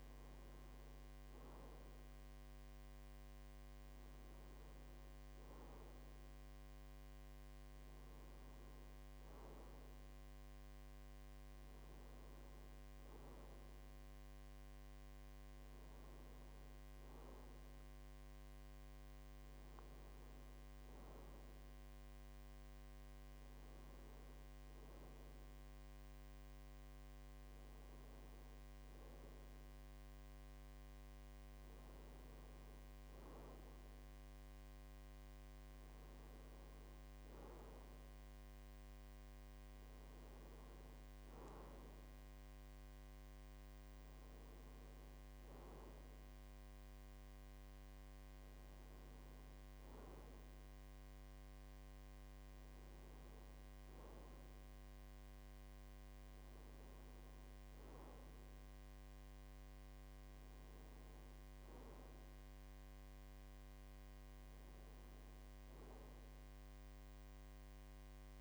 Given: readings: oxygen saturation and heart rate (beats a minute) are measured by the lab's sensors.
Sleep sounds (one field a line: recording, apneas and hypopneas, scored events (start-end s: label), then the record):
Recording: breathing in sleep, hard to hear, by a microphone on the trachea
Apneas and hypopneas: none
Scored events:
0.00-10.00 s: oxygen desaturation (device-marked, oxygen 94% lowest, heart rate 56 extreme)
From the record:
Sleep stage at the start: N1 (lightest sleep)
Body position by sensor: on the right side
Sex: male